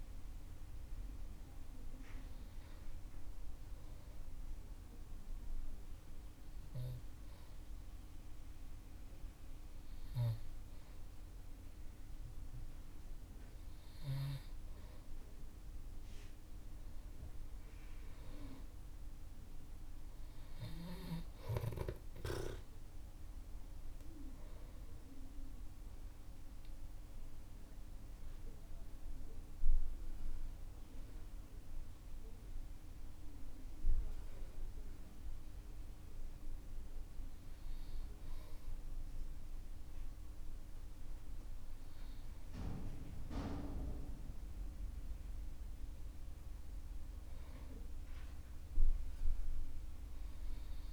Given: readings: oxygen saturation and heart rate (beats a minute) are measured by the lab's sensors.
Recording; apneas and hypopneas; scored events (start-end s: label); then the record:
breathing in sleep by a room microphone; none
none scored
From the record:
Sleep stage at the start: N2 (light sleep); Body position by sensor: on the back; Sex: male